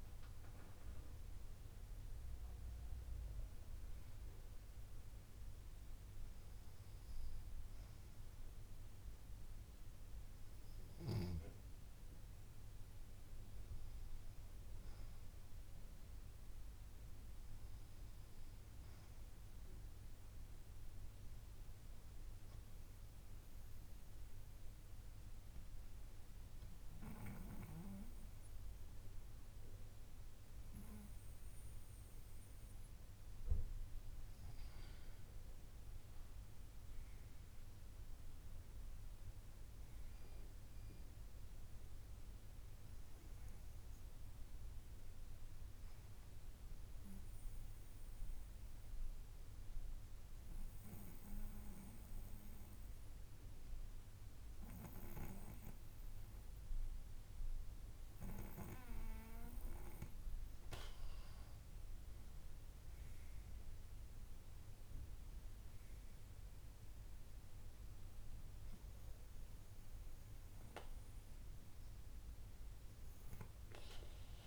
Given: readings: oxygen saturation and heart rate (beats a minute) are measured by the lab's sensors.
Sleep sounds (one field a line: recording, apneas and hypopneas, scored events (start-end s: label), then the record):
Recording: breathing in sleep by a room microphone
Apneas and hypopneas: 2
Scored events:
20.00-35.00 s: hypopnea (oxygen 95% before, 93% lowest, heart rate 65 before, 64 extreme, up 4 after)
36.00-40.00 s: arousal
46.00-60.50 s: obstructive apnea (oxygen 95% before, 94% lowest, heart rate 66 before, 63 extreme)
62.00-65.00 s: arousal
From the record:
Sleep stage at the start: N2 (light sleep)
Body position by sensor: on the back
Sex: female